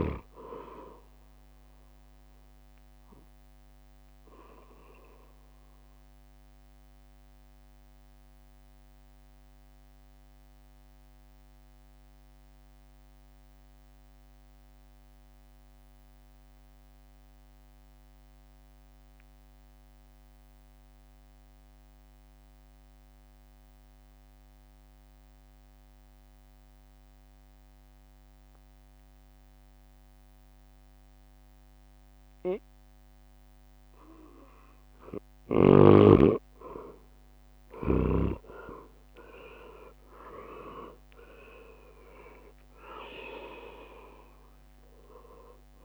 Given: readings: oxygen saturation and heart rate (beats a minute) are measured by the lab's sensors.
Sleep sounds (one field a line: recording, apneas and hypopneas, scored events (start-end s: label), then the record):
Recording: breathing in sleep by a microphone on the trachea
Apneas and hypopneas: 1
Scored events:
0.00-3.50 s: drop in pulse transit time (device-marked, heart rate 65 extreme)
0.00-13.50 s: oxygen desaturation (device-marked, oxygen 91% lowest, heart rate 58 extreme)
3.00-35.50 s: mixed apnea (oxygen 100% before, 91% lowest, heart rate 68 before, 57 extreme, up 17 after)
32.50-45.85 s: oxygen desaturation (device-marked, oxygen 99% before, 93% lowest, heart rate 61 before, 57 extreme)
37.00-41.50 s: arousal
37.50-45.85 s: drop in pulse transit time (device-marked, heart rate 63 before, 65 extreme)
From the record:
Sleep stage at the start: N2 (light sleep)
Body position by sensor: on the back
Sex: male